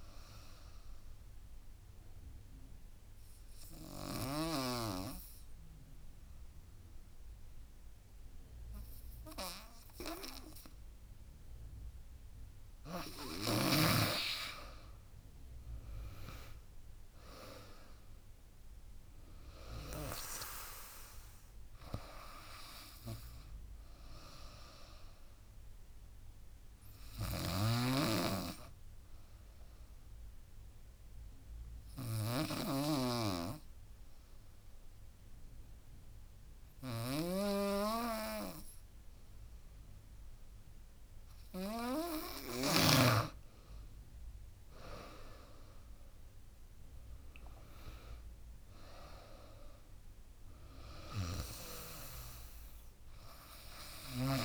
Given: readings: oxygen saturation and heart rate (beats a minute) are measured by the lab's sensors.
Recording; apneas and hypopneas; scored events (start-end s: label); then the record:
breathing in sleep by a room microphone; 2
0.00-1.50 s: drop in pulse transit time (device-marked, heart rate 79 extreme)
0.00-10.50 s: oxygen desaturation (device-marked, oxygen 89% lowest, heart rate 69 extreme)
1.00-12.50 s: obstructive apnea (oxygen 98% before, 89% lowest, heart rate 84 before, 69 extreme, up 16 after)
15.00-19.00 s: arousal
15.50-27.50 s: drop in pulse transit time (device-marked, heart rate 79 before, 75 extreme)
21.50-35.50 s: oxygen desaturation (device-marked, oxygen 98% before, 91% lowest, heart rate 80 before, 69 extreme)
27.00-40.50 s: obstructive apnea (oxygen 98% before, 90% lowest, heart rate 82 before, 72 extreme, up 16 after)
27.00-43.00 s: snoring (device-marked)
44.00-48.00 s: arousal
44.50-54.45 s: drop in pulse transit time (device-marked, heart rate 75 before, 79 extreme)
45.50-54.45 s: oxygen desaturation (device-marked, oxygen 98% before, 91% lowest, heart rate 74 before, 74 extreme)
From the record:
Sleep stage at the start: N2 (light sleep); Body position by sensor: on the back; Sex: female